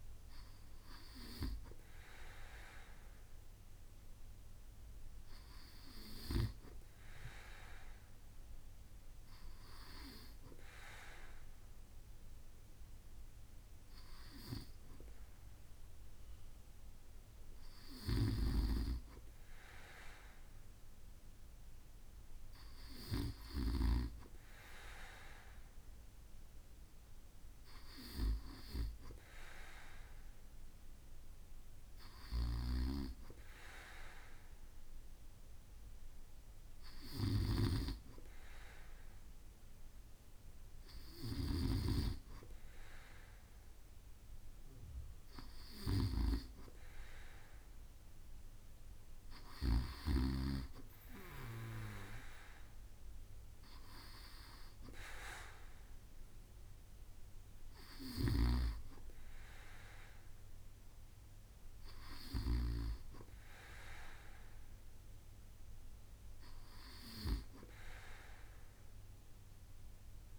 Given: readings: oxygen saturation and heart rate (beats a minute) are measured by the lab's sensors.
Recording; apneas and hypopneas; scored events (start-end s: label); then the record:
breathing in sleep by a room microphone; none
none scored
From the record:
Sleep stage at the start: N2 (light sleep); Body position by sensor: on the right side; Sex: male